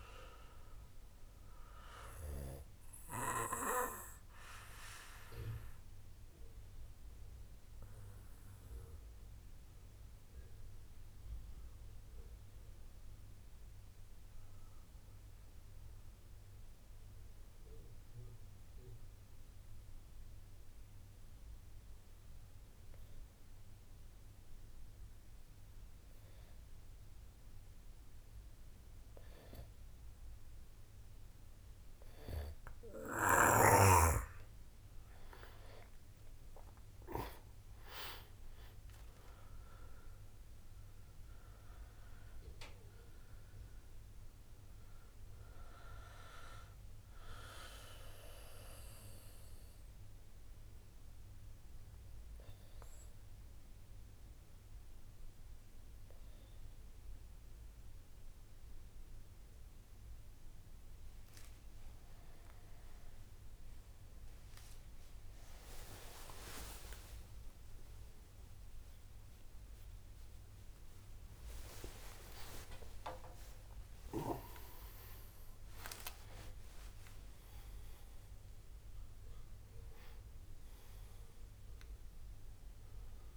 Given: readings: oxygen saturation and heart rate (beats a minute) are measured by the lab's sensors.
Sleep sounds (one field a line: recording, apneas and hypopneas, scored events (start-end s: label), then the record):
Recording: breathing in sleep by a room microphone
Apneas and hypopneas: 2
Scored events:
0.00-24.00 s: oxygen desaturation (device-marked, oxygen 88% lowest, heart rate 48 extreme)
3.50-31.50 s: obstructive apnea (oxygen 97% before, 88% lowest, heart rate 67 before, 48 extreme)
35.00-38.50 s: arousal
36.00-64.00 s: oxygen desaturation (device-marked, oxygen 97% before, 88% lowest, heart rate 65 before, 52 extreme)
49.00-61.50 s: obstructive apnea (oxygen 97% before, 88% lowest, heart rate 59 before, 52 extreme, up 24 after)
66.00-83.37 s: new sleep stage, awake
69.00-77.00 s: tachycardia (device-marked, heart rate 61 before, 136 extreme)
From the record:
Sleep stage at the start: N2 (light sleep)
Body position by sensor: on the back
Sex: male